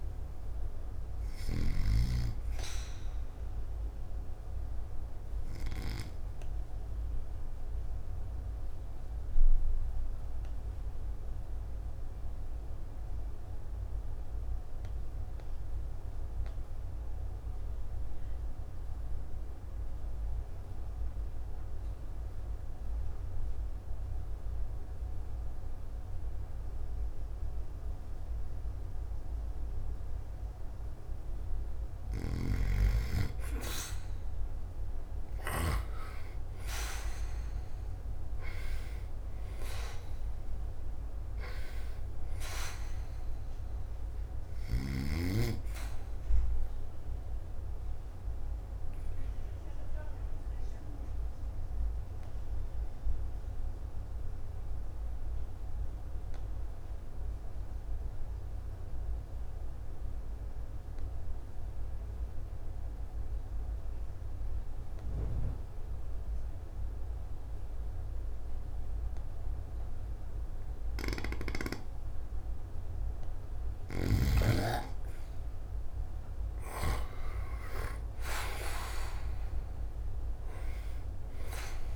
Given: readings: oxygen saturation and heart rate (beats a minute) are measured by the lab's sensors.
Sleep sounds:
breathing in sleep by a room microphone; 2
6.50-30.50 s: obstructive apnea (oxygen 98% before, 89% lowest, heart rate 55 before, 50 extreme, up 0 after)
9.00-25.00 s: oxygen desaturation (device-marked, oxygen 96% before, 89% lowest, heart rate 56 before, 50 extreme)
32.00-35.50 s: snoring (device-marked)
33.50-38.50 s: arousal
47.50-72.50 s: obstructive apnea (oxygen 98% before, 90% lowest, heart rate 52 before, 51 extreme)
52.00-77.00 s: oxygen desaturation (device-marked, oxygen 97% before, 90% lowest, heart rate 53 before, 51 extreme)
73.50-77.00 s: snoring (device-marked)
75.50-79.50 s: arousal
From the record:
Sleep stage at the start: N2 (light sleep); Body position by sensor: on the back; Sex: male

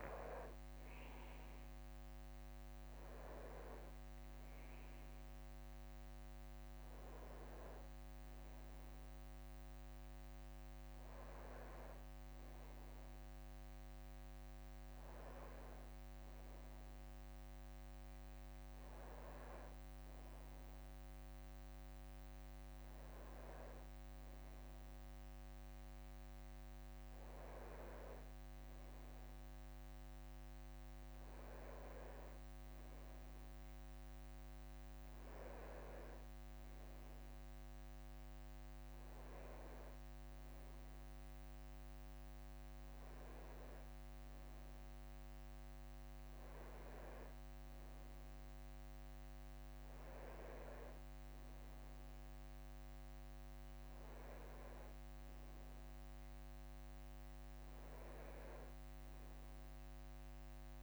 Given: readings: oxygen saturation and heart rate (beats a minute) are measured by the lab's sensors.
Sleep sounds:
breathing in sleep by a microphone on the trachea; none
16.50-22.00 s: leg movement (device-marked)
From the record:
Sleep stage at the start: N1 (lightest sleep); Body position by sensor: on the back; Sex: male

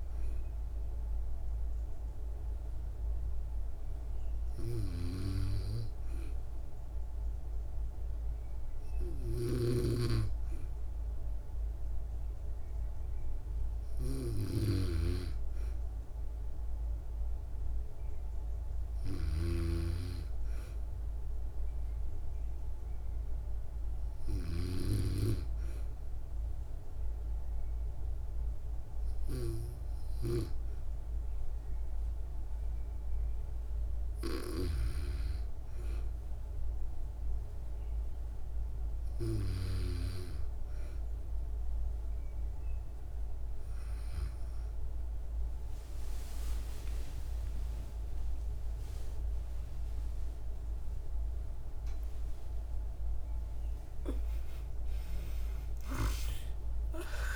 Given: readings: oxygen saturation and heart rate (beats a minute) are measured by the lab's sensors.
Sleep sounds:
breathing in sleep by a room microphone; none
4.00-24.00 s: snoring (device-marked)
47.50-57.36 s: new sleep stage, awake
From the record:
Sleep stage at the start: N2 (light sleep); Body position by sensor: on the back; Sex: female

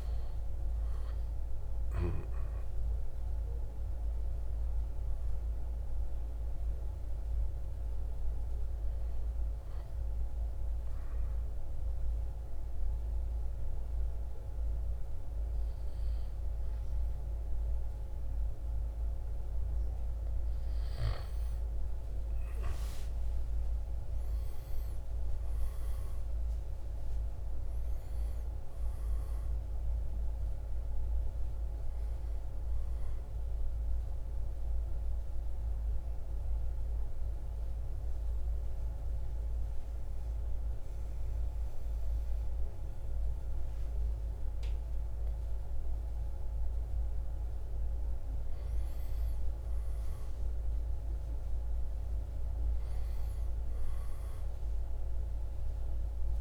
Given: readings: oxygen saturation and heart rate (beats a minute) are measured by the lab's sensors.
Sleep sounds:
breathing in sleep, hard to hear, by a room microphone; 2
0.00-4.00 s: oxygen desaturation (device-marked, oxygen 87% lowest, heart rate 59 extreme)
9.50-19.50 s: obstructive apnea (oxygen 98% before, 89% lowest, heart rate 70 before, 57 extreme, up 5 after)
21.50-26.50 s: arousal
24.00-44.00 s: oxygen desaturation (device-marked, oxygen 97% before, 89% lowest, heart rate 66 before, 53 extreme)
32.50-46.00 s: obstructive apnea (oxygen 98% before, 89% lowest, heart rate 63 before, 53 extreme, up 4 after)
41.00-56.41 s: new sleep stage, N2 (light sleep)
49.00-52.50 s: arousal
From the record:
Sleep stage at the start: N1 (lightest sleep); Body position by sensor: on the right side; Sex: male

